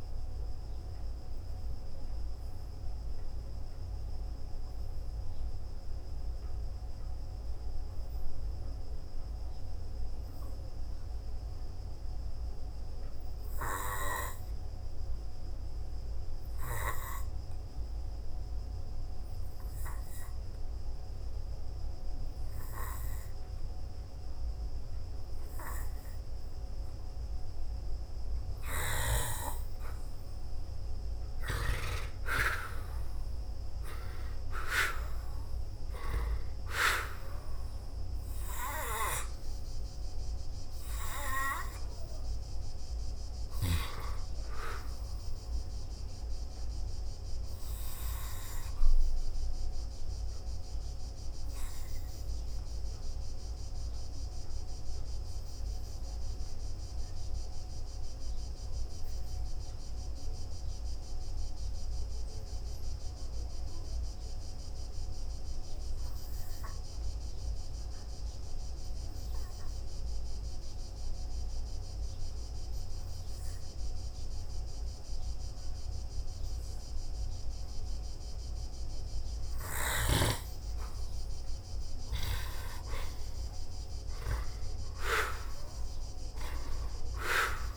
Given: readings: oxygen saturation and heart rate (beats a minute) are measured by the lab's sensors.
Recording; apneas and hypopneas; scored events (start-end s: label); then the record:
breathing in sleep by a room microphone; 2
16.50-28.00 s: obstructive apnea (oxygen 97% before, 85% lowest, heart rate 57 before, 50 extreme, up 4 after)
31.50-36.00 s: arousal
38.50-45.50 s: oxygen desaturation (device-marked, oxygen 95% before, 89% lowest, heart rate 52 before, 55 extreme)
47.50-73.50 s: oxygen desaturation (device-marked, oxygen 93% before, 85% lowest, heart rate 56 before, 52 extreme)
48.00-78.50 s: hypopnea (oxygen 95% before, 85% lowest, heart rate 56 before, 52 extreme, up 4 after)
82.00-86.50 s: arousal
From the record:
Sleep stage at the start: N2 (light sleep); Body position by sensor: on the back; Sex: male